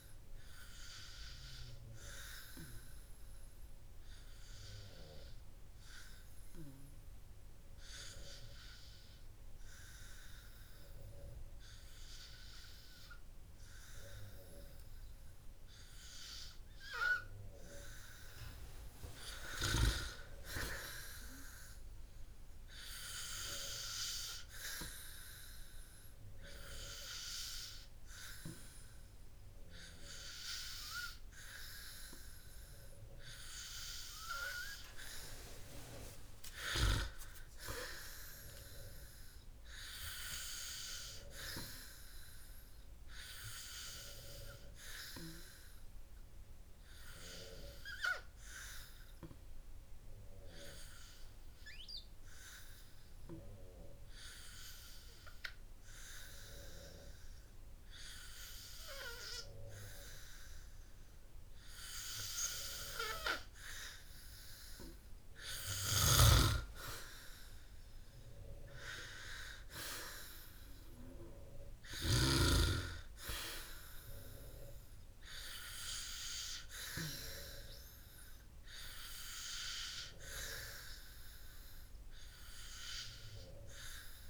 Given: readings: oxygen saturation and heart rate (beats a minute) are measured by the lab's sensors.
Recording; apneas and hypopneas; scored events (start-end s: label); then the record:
breathing in sleep by a room microphone; 2
0.00-14.50 s: oxygen desaturation (device-marked, oxygen 94% lowest, heart rate 53 extreme)
4.00-18.00 s: hypopnea (oxygen 97% before, 94% lowest, heart rate 63 before, 53 extreme, up 11 after)
20.50-23.50 s: arousal
39.50-42.50 s: arousal
48.00-61.00 s: hypopnea (oxygen 98% before, 94% lowest, heart rate 60 before, 55 extreme, up 8 after)
63.00-66.00 s: arousal
From the record:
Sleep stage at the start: N2 (light sleep); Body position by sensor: on the back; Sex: male